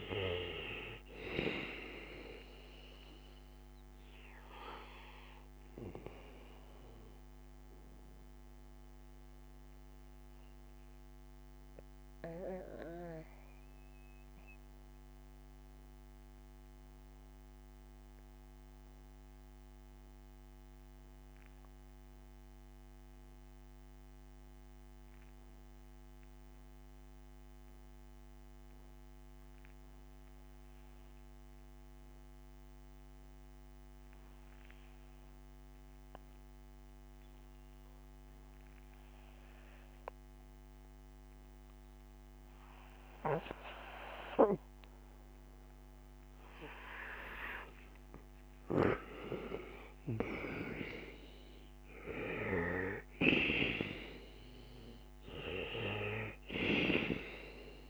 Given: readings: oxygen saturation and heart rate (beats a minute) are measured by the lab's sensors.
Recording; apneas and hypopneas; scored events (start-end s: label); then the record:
breathing in sleep by a microphone on the trachea; 1
0.00-24.50 s: oxygen desaturation (device-marked, oxygen 80% lowest, heart rate 56 extreme)
8.50-46.50 s: mixed apnea (oxygen 97% before, 79% lowest, heart rate 65 before, 56 extreme, up 7 after)
36.50-57.89 s: oxygen desaturation (device-marked, oxygen 97% before, 79% lowest, heart rate 63 before, 56 extreme)
48.00-54.50 s: arousal
From the record:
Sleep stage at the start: N2 (light sleep); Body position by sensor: on the back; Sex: male